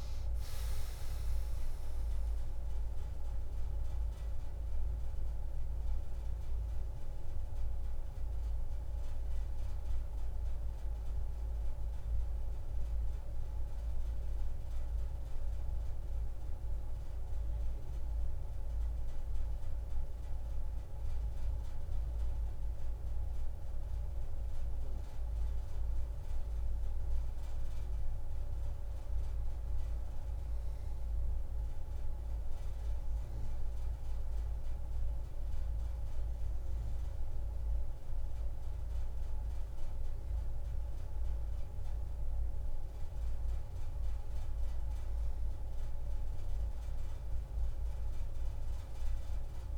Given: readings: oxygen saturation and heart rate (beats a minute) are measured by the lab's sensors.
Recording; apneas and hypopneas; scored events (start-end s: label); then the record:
breathing in sleep, hard to hear, by a room microphone; 1
0.00-1.50 s: tachycardia (device-marked)
0.00-3.50 s: oxygen desaturation (device-marked, oxygen 88% lowest)
4.50-8.00 s: arousal
8.50-11.50 s: tachycardia (device-marked)
11.50-24.50 s: mixed apnea (oxygen 98% before, 92% lowest)
29.50-39.50 s: oxygen desaturation (device-marked, oxygen 98% before, 95% lowest)
From the record:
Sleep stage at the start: N2 (light sleep); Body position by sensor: on the back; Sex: female